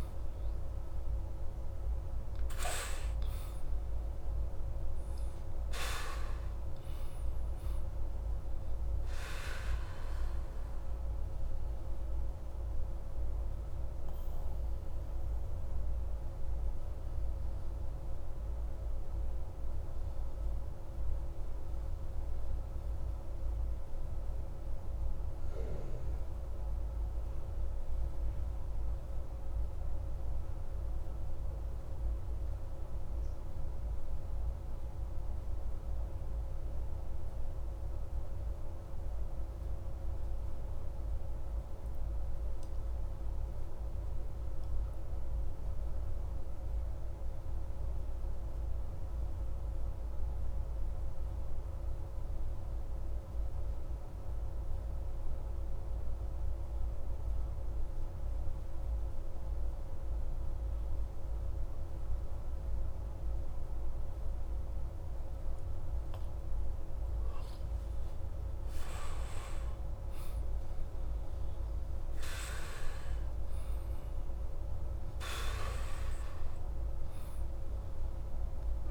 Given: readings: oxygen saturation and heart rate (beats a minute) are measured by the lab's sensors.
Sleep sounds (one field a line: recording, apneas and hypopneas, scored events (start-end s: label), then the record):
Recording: breathing in sleep, hard to hear, by a room microphone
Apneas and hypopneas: 1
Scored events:
0.00-1.00 s: arousal
0.00-32.00 s: oxygen desaturation (device-marked, oxygen 87% lowest)
10.50-65.50 s: obstructive apnea (oxygen 95% before, 87% lowest)
68.00-72.00 s: arousal
69.00-78.91 s: oxygen desaturation (device-marked, oxygen 96% before, 88% lowest)
From the record:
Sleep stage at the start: N2 (light sleep)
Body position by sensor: on the back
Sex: male